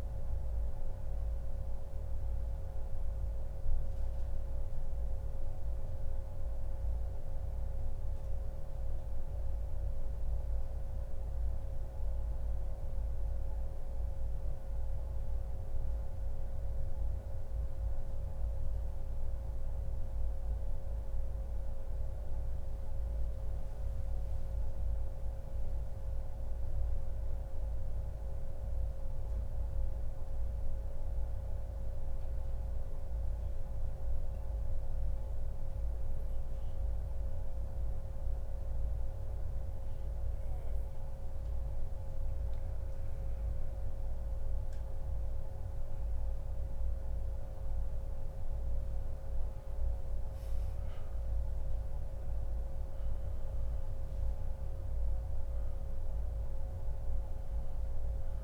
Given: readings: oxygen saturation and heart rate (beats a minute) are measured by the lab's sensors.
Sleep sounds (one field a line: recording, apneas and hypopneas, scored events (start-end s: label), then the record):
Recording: breathing in sleep, hard to hear, by a room microphone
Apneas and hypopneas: 1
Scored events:
6.00-41.00 s: mixed apnea (oxygen 96% before, 91% lowest, heart rate 144 before, 142 extreme, up 0 after)
44.00-49.00 s: arousal
45.00-58.44 s: oxygen desaturation (device-marked, oxygen 97% before, 91% lowest, heart rate 144 before, 142 extreme)
From the record:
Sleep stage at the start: N2 (light sleep)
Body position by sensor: on the back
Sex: male